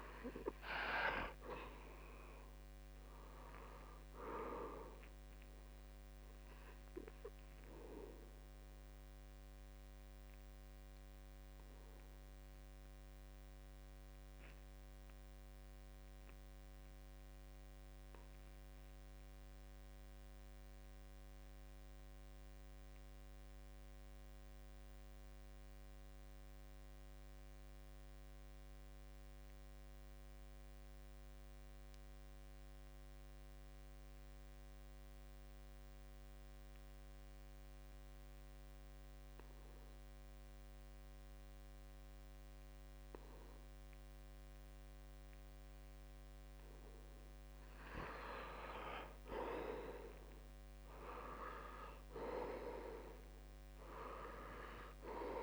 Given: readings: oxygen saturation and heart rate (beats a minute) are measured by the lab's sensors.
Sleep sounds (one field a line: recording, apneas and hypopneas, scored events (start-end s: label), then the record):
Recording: breathing in sleep by a microphone on the trachea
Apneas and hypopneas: 1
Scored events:
0.00-21.50 s: oxygen desaturation (device-marked, oxygen 79% lowest, heart rate 66 extreme)
10.50-46.50 s: obstructive apnea (oxygen 94% before, 77% lowest, heart rate 73 before, 64 extreme, up 4 after)
32.50-55.43 s: oxygen desaturation (device-marked, oxygen 97% before, 77% lowest, heart rate 69 before, 64 extreme)
50.00-54.50 s: arousal
From the record:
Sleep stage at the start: N2 (light sleep)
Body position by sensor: on the back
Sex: male